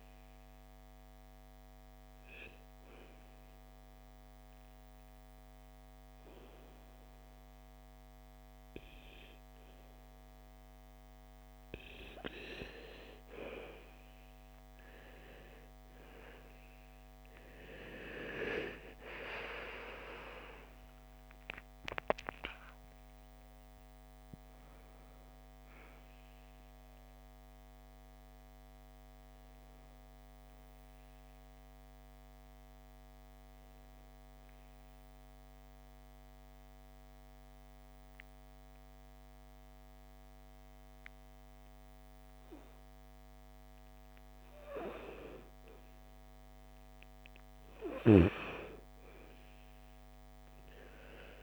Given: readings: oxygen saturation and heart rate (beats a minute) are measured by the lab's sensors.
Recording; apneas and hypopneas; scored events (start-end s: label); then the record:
breathing in sleep by a microphone on the trachea; 2
0.00-7.50 s: oxygen desaturation (device-marked, oxygen 92% lowest, heart rate 55 extreme)
3.50-13.50 s: obstructive apnea (oxygen 97% before, 90% lowest, heart rate 60 before, 55 extreme, up 8 after)
19.50-39.50 s: oxygen desaturation (device-marked, oxygen 97% before, 90% lowest, heart rate 58 before, 54 extreme)
21.50-25.50 s: arousal
34.50-44.50 s: mixed apnea (oxygen 97% before, 91% lowest, heart rate 61 before, 54 extreme, up 5 after)
45.50-51.00 s: arousal
From the record:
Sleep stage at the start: N2 (light sleep); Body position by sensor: on the back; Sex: female